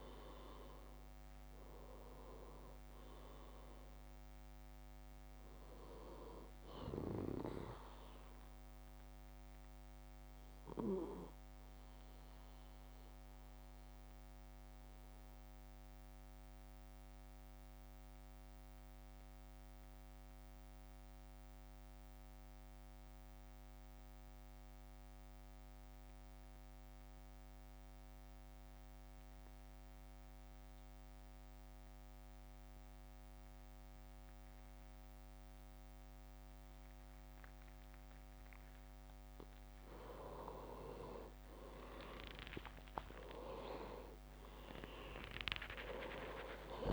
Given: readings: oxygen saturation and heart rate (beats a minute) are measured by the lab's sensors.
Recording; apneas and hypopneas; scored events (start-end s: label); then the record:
breathing in sleep by a microphone on the trachea; 1
0.00-9.50 s: drop in pulse transit time (device-marked, heart rate 54 extreme)
0.00-9.50 s: oxygen desaturation (device-marked, oxygen 95% lowest, heart rate 52 extreme)
9.50-39.00 s: mixed apnea (oxygen 100% before, 93% lowest, heart rate 57 before, 53 extreme, up 10 after)
41.00-46.00 s: arousal
41.00-46.93 s: leg movement (device-marked)
42.50-46.93 s: oxygen desaturation (device-marked, oxygen 99% before, 95% lowest, heart rate 56 before, 57 extreme)
44.50-46.93 s: drop in pulse transit time (device-marked, heart rate 56 before, 58 extreme)
From the record:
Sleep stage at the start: N2 (light sleep); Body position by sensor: on the back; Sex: male